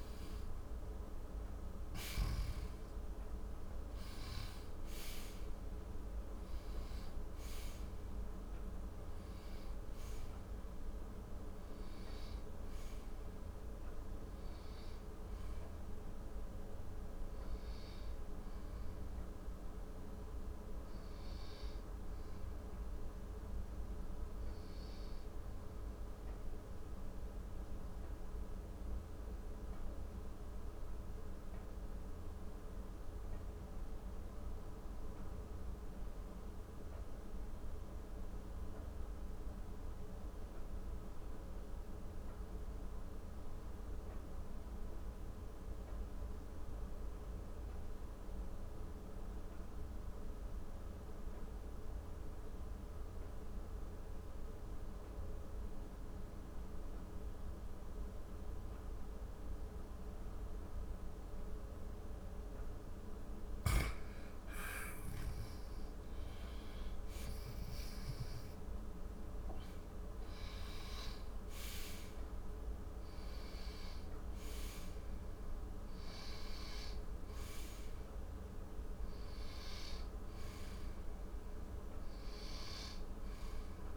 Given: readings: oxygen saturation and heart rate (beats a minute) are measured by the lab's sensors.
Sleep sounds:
breathing in sleep, hard to hear, by a room microphone; 1
0.00-31.00 s: oxygen desaturation (device-marked, oxygen 89% lowest, heart rate 46 extreme)
26.50-63.00 s: mixed apnea (oxygen 95% before, 90% lowest, heart rate 67 before, 46 extreme, up 22 after)
64.00-68.00 s: arousal
69.00-83.97 s: oxygen desaturation (device-marked, oxygen 97% before, 90% lowest, heart rate 61 before, 45 extreme)
From the record:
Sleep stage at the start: N2 (light sleep); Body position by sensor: on the back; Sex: male

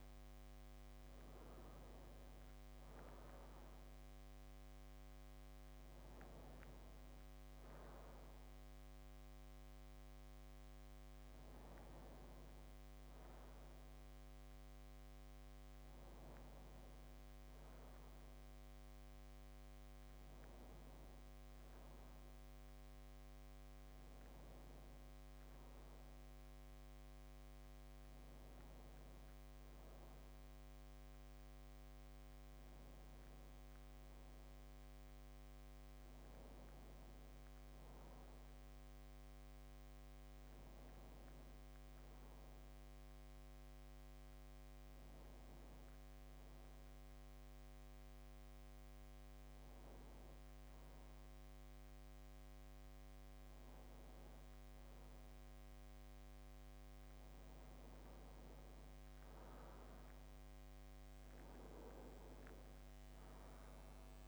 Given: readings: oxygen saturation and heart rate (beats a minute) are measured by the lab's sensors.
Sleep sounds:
breathing in sleep, hard to hear, by a microphone on the trachea; none
none scored
From the record:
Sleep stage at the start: N2 (light sleep); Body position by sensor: on the back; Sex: male

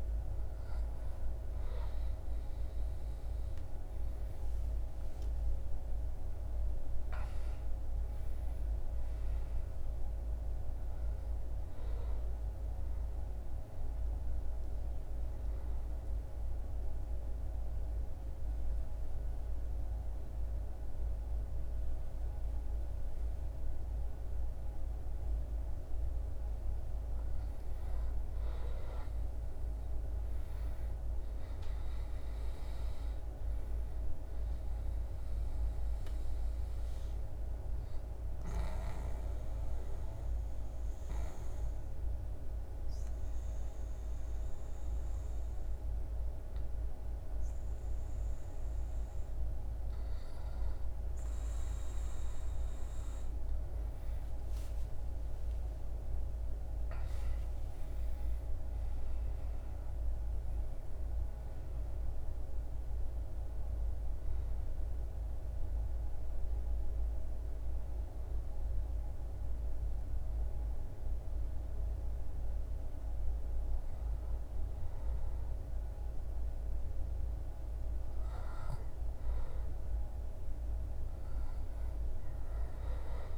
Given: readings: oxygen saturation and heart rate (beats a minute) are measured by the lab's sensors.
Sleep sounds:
breathing in sleep, hard to hear, by a room microphone; 3
12.00-24.00 s: obstructive apnea (oxygen 97% before, 94% lowest, heart rate 80 before, 71 extreme, up 9 after)
26.00-30.00 s: arousal
33.50-50.50 s: oxygen desaturation (device-marked, oxygen 98% before, 94% lowest, heart rate 75 before, 74 extreme)
36.00-49.50 s: obstructive apnea (oxygen 98% before, 94% lowest, heart rate 76 before, 74 extreme, up 7 after)
53.50-58.00 s: arousal
64.50-75.50 s: mixed apnea (oxygen 98% before, 93% lowest, heart rate 80 before, 74 extreme, up 6 after)
81.00-83.38 s: arousal
From the record:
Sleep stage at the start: N2 (light sleep); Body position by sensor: on the back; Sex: male

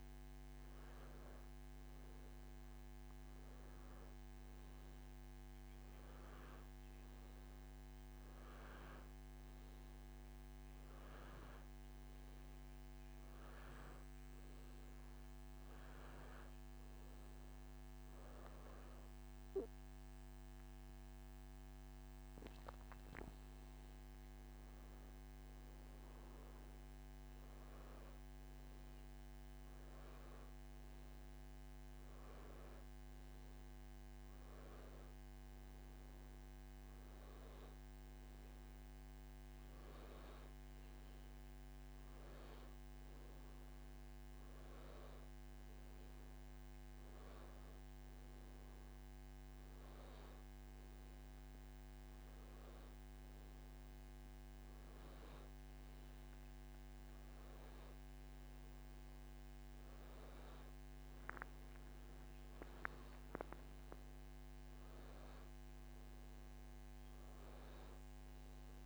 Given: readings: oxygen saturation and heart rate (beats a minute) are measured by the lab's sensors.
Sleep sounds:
breathing in sleep, hard to hear, by a microphone on the trachea; none
none scored
From the record:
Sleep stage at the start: N2 (light sleep); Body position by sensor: on the back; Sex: male

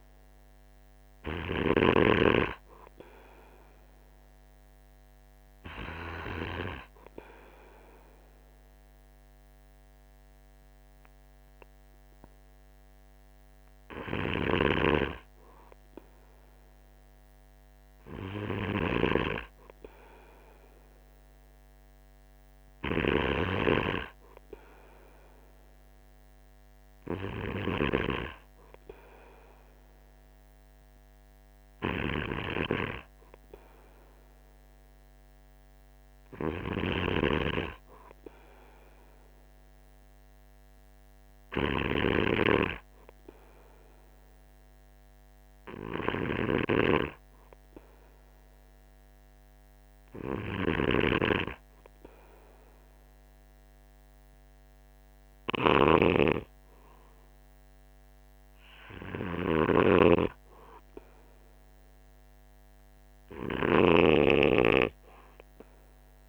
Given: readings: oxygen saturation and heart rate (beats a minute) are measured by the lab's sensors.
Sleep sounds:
breathing in sleep by a microphone on the trachea; none
none scored
From the record:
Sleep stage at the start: N2 (light sleep); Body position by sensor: on the right side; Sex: male

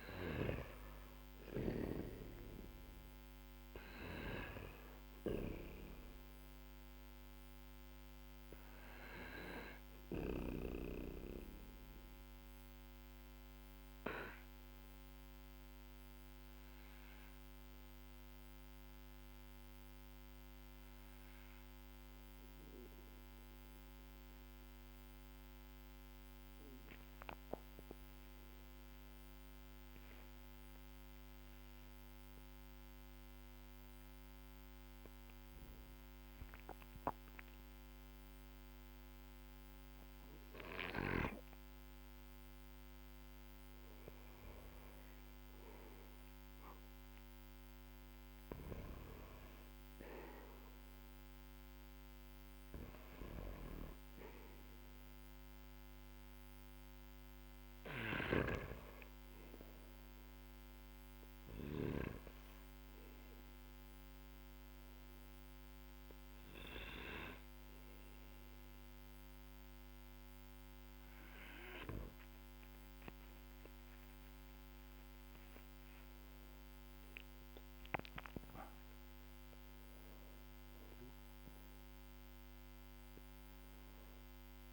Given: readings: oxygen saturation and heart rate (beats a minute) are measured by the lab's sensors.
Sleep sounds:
breathing in sleep by a microphone on the trachea; 2
0.50-25.50 s: oxygen desaturation (device-marked, oxygen 98% before, 94% lowest, heart rate 56 before, 46 extreme)
9.00-41.00 s: mixed apnea (oxygen 99% before, 94% lowest, heart rate 51 before, 46 extreme, up 0 after)
37.50-42.50 s: oxygen desaturation (device-marked, oxygen 99% before, 96% lowest, heart rate 55 before, 46 extreme)
44.50-50.00 s: arousal
53.00-58.00 s: snoring (device-marked)
56.50-75.50 s: oxygen desaturation (device-marked, oxygen 98% before, 95% lowest, heart rate 58 before, 46 extreme)
63.00-74.50 s: obstructive apnea (oxygen 99% before, 95% lowest, heart rate 53 before, 47 extreme, up 15 after)
77.50-83.00 s: arousal
From the record:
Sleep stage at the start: N1 (lightest sleep); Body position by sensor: on the back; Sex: male

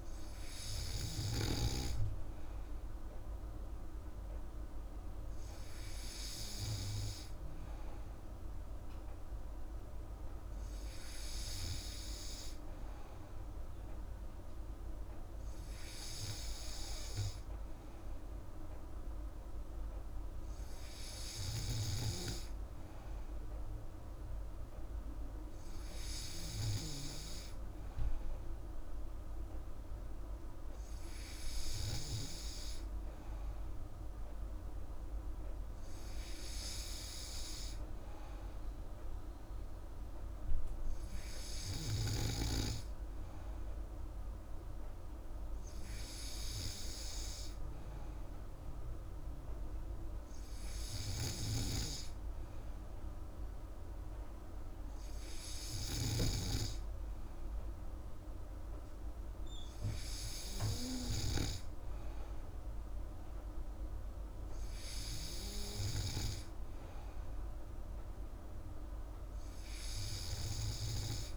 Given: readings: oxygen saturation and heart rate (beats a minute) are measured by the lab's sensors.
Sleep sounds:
breathing in sleep by a room microphone; none
none scored
From the record:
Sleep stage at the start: N3 (deep sleep); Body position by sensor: on the back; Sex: female

